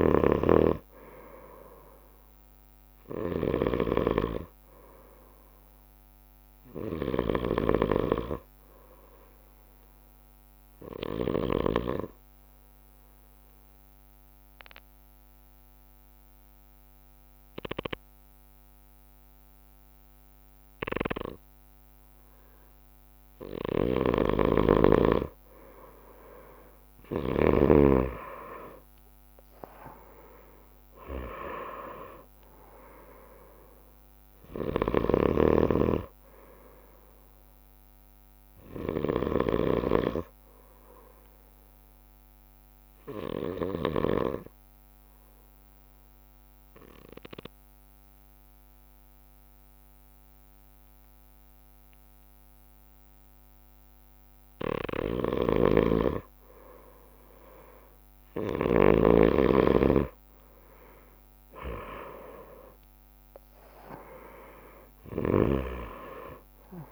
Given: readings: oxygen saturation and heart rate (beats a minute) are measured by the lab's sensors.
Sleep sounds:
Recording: breathing in sleep by a microphone on the trachea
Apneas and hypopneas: 2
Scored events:
0.00-12.00 s: snoring (device-marked)
0.00-27.00 s: bradycardia (device-marked, heart rate 50 extreme)
12.50-23.00 s: obstructive apnea (oxygen 97% before, 94% lowest, heart rate 56 before, 51 extreme, up 7 after)
24.00-27.50 s: snoring (device-marked)
24.50-29.50 s: arousal
31.00-53.00 s: oxygen desaturation (device-marked, oxygen 98% before, 94% lowest, heart rate 55 before, 51 extreme)
32.00-61.00 s: bradycardia (device-marked, heart rate 58 before, 51 extreme)
34.50-39.50 s: snoring (device-marked)
43.00-55.00 s: obstructive apnea (oxygen 98% before, 94% lowest, heart rate 56 before, 51 extreme, up 1 after)
55.00-59.00 s: snoring (device-marked)
61.00-66.00 s: arousal
65.00-66.92 s: oxygen desaturation (device-marked, oxygen 98% before, 94% lowest, heart rate 57 before, 51 extreme)
65.00-66.92 s: snoring (device-marked)
From the record:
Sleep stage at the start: N2 (light sleep)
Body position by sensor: on the right side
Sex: male

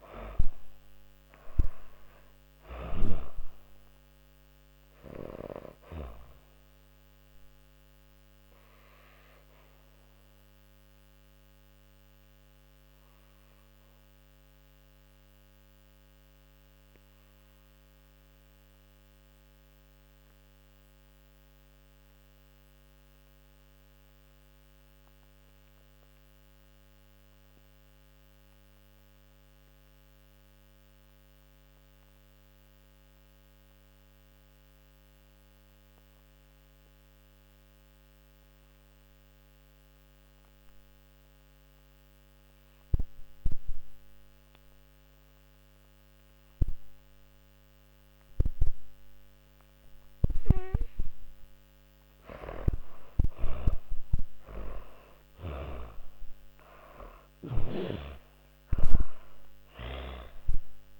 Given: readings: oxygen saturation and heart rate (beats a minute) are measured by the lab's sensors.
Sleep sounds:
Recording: breathing in sleep by a microphone on the trachea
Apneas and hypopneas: 1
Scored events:
0.00-1.50 s: snoring (device-marked)
0.00-25.00 s: oxygen desaturation (device-marked, oxygen 83% lowest)
6.00-50.00 s: obstructive apnea (oxygen 99% before, 78% lowest)
42.00-60.99 s: oxygen desaturation (device-marked, oxygen 99% before, 78% lowest)
51.50-56.50 s: arousal
52.00-56.50 s: snoring (device-marked)
From the record:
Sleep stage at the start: N2 (light sleep)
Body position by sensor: on the back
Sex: female

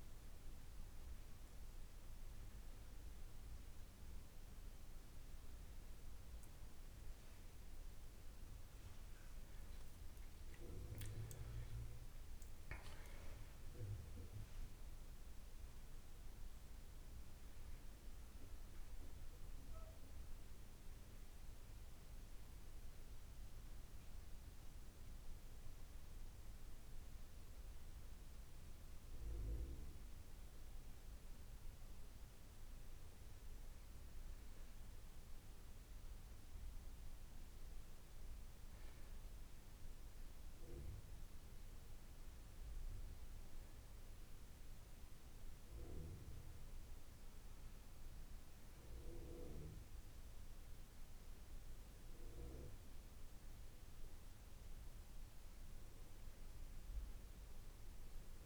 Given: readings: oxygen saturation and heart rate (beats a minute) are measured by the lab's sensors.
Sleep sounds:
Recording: breathing in sleep, hard to hear, by a room microphone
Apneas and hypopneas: none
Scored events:
none scored
From the record:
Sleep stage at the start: N2 (light sleep)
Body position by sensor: on the back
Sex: male

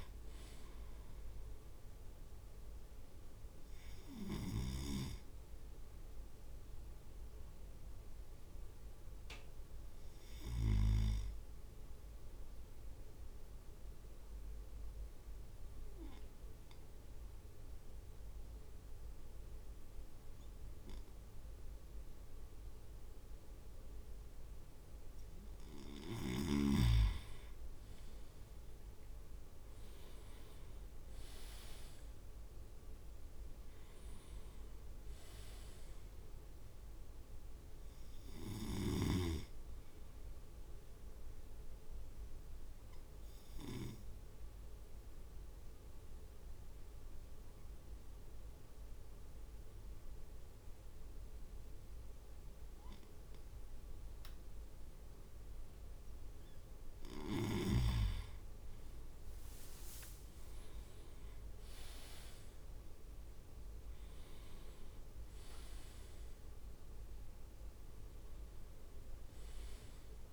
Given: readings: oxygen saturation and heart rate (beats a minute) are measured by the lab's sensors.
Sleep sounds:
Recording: breathing in sleep by a room microphone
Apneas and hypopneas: 2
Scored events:
0.00-4.00 s: drop in pulse transit time (device-marked, heart rate 54 extreme)
0.00-4.50 s: snoring (device-marked)
7.00-25.50 s: obstructive apnea (oxygen 98% before, 96% lowest, heart rate 56 before, 51 extreme, up 8 after)
28.00-31.00 s: arousal
28.00-41.00 s: drop in pulse transit time (device-marked, heart rate 52 before, 54 extreme)
43.00-57.00 s: obstructive apnea (oxygen 99% before, 97% lowest, heart rate 55 before, 51 extreme, up 6 after)
61.00-70.33 s: drop in pulse transit time (device-marked, heart rate 53 before, 53 extreme)
62.50-67.00 s: arousal
From the record:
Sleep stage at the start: N2 (light sleep)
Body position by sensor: on the right side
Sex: male

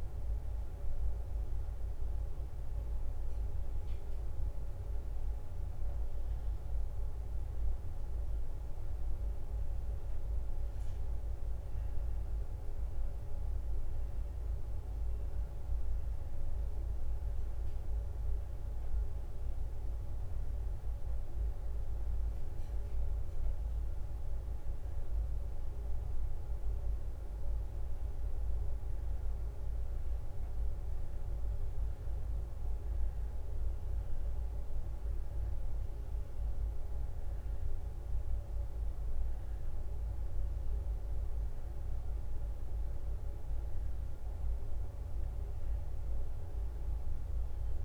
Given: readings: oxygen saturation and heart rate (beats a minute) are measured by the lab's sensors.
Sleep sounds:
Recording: a person awake in a sleep study, hard to hear, by a room microphone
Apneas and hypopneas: none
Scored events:
0.00-6.50 s: leg movement (device-marked)
10.00-18.50 s: leg movement (device-marked)
21.50-29.50 s: leg movement (device-marked)
From the record:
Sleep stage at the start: awake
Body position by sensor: on the back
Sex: female

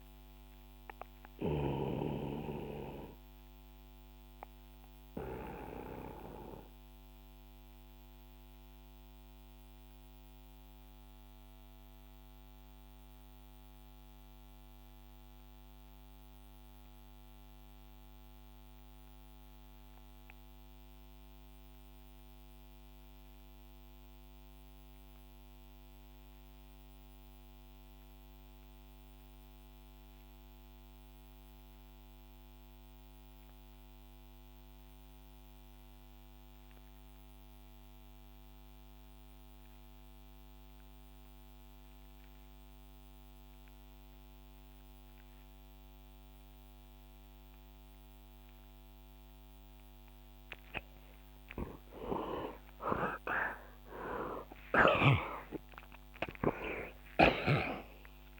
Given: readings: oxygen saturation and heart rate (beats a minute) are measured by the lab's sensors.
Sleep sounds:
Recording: breathing in sleep by a microphone on the trachea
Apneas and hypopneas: 1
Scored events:
0.50-51.50 s: obstructive apnea (oxygen 99% before, 74% lowest, heart rate 74 before, 54 extreme, up 28 after)
5.00-26.00 s: oxygen desaturation (device-marked, oxygen 94% before, 89% lowest, heart rate 75 before, 54 extreme)
38.00-58.40 s: oxygen desaturation (device-marked, oxygen 98% before, 74% lowest, heart rate 58 before, 62 extreme)
53.00-58.40 s: arousal
From the record:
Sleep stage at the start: REM sleep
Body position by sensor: on the back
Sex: male

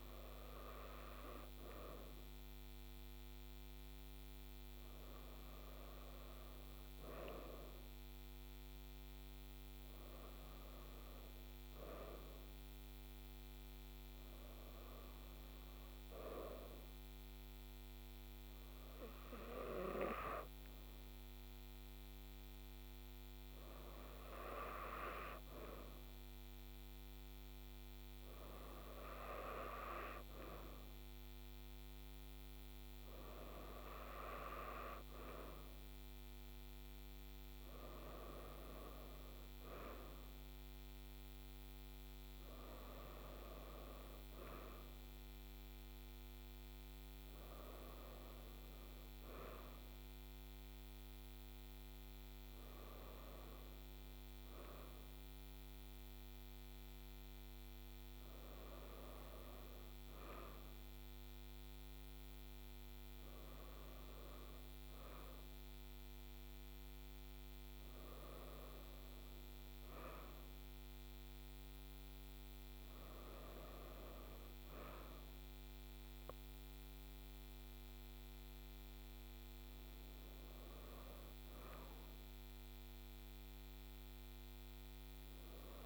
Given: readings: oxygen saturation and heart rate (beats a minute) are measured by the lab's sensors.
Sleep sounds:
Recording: breathing in sleep by a microphone on the trachea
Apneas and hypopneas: none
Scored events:
none scored
From the record:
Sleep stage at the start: N2 (light sleep)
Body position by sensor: on the right side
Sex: female

